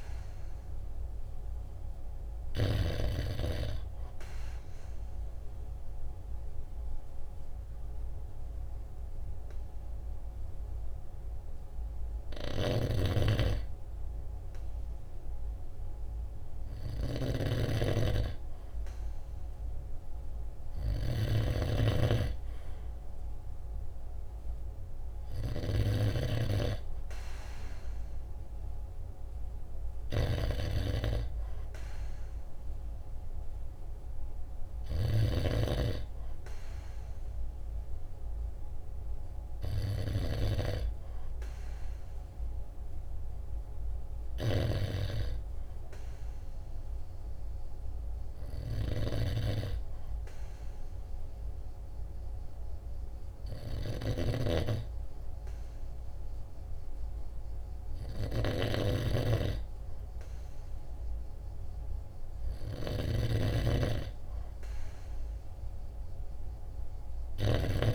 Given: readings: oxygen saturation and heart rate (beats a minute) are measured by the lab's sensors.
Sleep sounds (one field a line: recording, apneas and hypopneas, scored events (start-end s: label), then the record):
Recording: breathing in sleep by a room microphone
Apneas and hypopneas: 1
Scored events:
5.00-18.00 s: hypopnea (oxygen 95% before, 93% lowest, heart rate 48 before, 47 extreme, up 1 after)
12.50-26.50 s: snoring (device-marked)
19.50-23.50 s: arousal
35.00-40.50 s: snoring (device-marked)
63.50-67.95 s: snoring (device-marked)
From the record:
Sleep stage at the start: N2 (light sleep)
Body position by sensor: on the right side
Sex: male